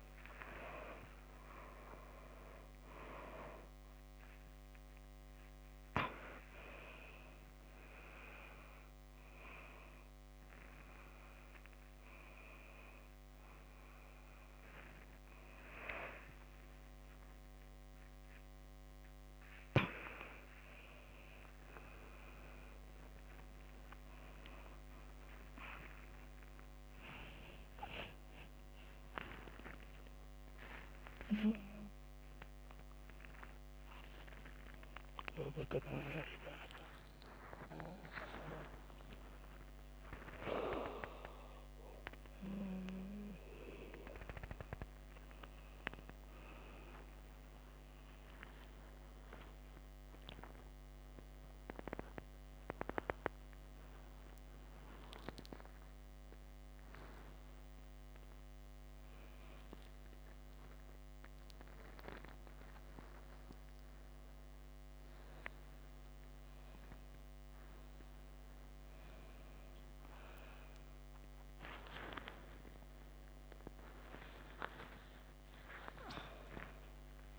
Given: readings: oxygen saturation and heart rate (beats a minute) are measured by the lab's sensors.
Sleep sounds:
a person awake in a sleep study, by a microphone on the trachea; none
none scored
From the record:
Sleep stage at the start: awake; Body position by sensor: upright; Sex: female

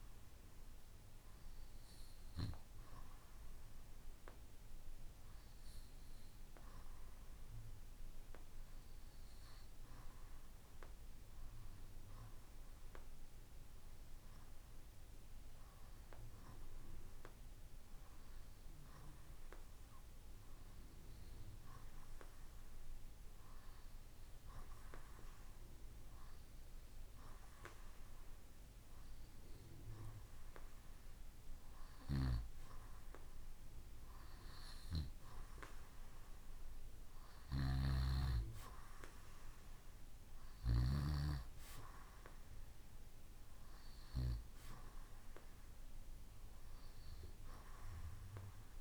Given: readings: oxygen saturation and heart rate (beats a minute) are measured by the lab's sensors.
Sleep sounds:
breathing in sleep by a room microphone; 1
0.00-3.00 s: arousal
9.00-28.50 s: hypopnea (oxygen 97% before, 95% lowest, heart rate 71 before, 67 extreme, up 11 after)
29.50-34.00 s: arousal
37.00-40.50 s: snoring (device-marked)
From the record:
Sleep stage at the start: REM sleep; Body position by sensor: on the right side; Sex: male

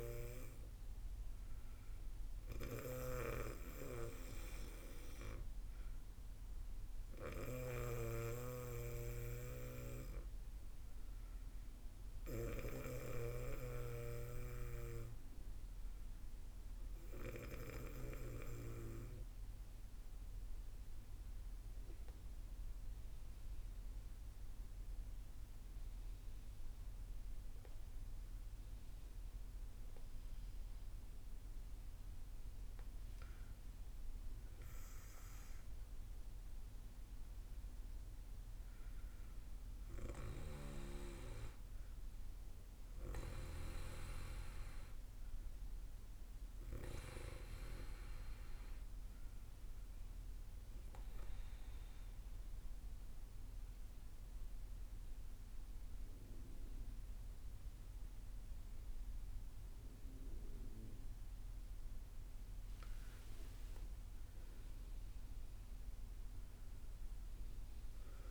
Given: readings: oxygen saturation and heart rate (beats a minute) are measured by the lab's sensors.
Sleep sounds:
breathing in sleep by a room microphone; 2
21.00-32.00 s: obstructive apnea (oxygen 96% before, 94% lowest, heart rate 79 before, 70 extreme, up 49 after)
33.00-37.00 s: arousal
50.50-61.50 s: obstructive apnea (oxygen 96% before, 94% lowest, heart rate 106 before, 57 extreme, up 29 after)
62.50-66.50 s: arousal
From the record:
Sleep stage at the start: REM sleep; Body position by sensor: on the back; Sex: female

